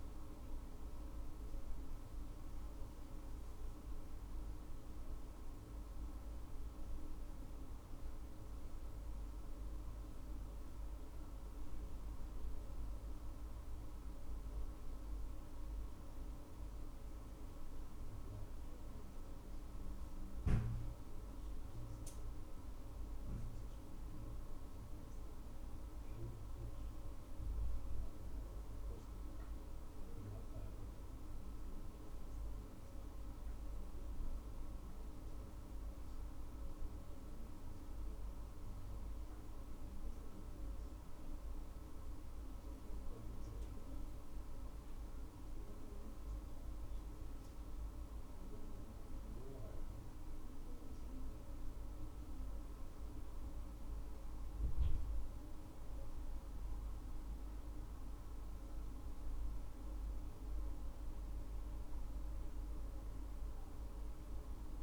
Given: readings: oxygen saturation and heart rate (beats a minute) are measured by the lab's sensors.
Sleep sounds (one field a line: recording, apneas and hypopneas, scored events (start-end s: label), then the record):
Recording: a person partly awake in a sleep study, hard to hear, by a room microphone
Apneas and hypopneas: none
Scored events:
26.50-64.83 s: new sleep stage, N1 (lightest sleep)
From the record:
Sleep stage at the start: awake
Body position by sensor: on the left side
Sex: female